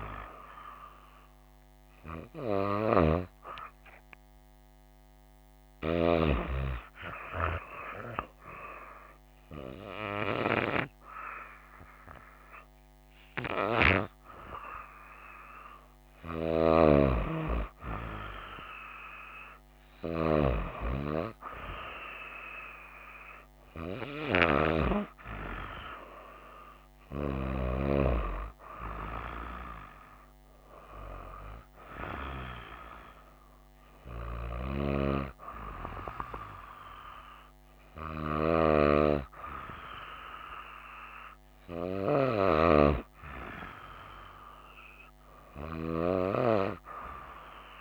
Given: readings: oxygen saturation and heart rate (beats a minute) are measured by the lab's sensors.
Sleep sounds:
breathing in sleep by a microphone on the trachea; 1
4.00-15.50 s: hypopnea (oxygen 96% before, 94% lowest, heart rate 62 before, 58 extreme, up 0 after)
17.50-20.50 s: arousal
From the record:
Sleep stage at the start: N2 (light sleep); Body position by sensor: on the right side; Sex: female

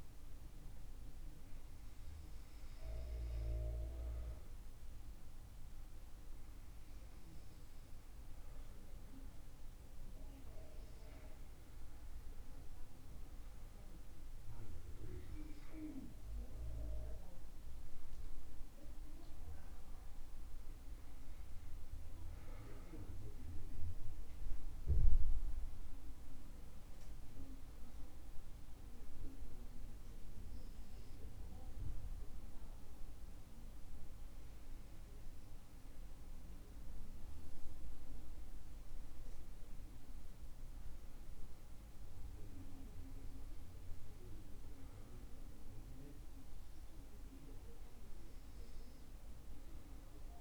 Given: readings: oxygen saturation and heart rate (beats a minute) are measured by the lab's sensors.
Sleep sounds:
breathing in sleep by a room microphone; none
13.50-19.00 s: arousal
From the record:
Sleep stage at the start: N2 (light sleep); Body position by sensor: on the back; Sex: male

